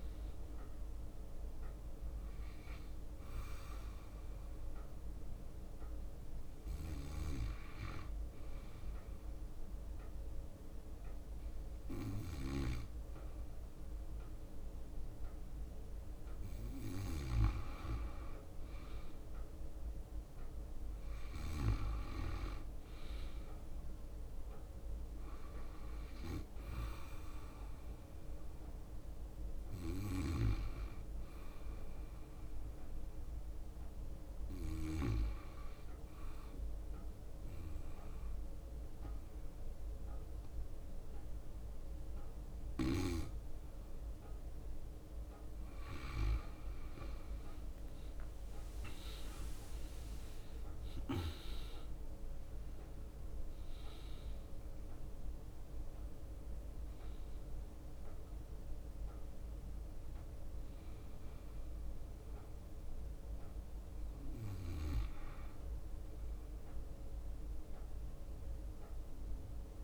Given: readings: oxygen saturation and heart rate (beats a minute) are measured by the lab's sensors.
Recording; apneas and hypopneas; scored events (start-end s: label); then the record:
breathing in sleep by a room microphone; 2
0.00-2.00 s: arousal
0.00-2.00 s: drop in pulse transit time (device-marked, heart rate 61 extreme)
6.00-17.00 s: hypopnea (oxygen 98% before, 92% lowest, heart rate 62 before, 62 extreme, up 2 after)
19.00-23.50 s: arousal
36.50-47.50 s: mixed apnea (oxygen 97% before, 92% lowest, heart rate 63 before, 61 extreme, up 8 after)
47.00-53.00 s: leg movement (device-marked)
48.00-69.84 s: oxygen desaturation (device-marked, oxygen 97% before, 92% lowest, heart rate 63 before, 61 extreme)
49.00-54.50 s: arousal
From the record:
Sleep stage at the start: N2 (light sleep); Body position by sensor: on the back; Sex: male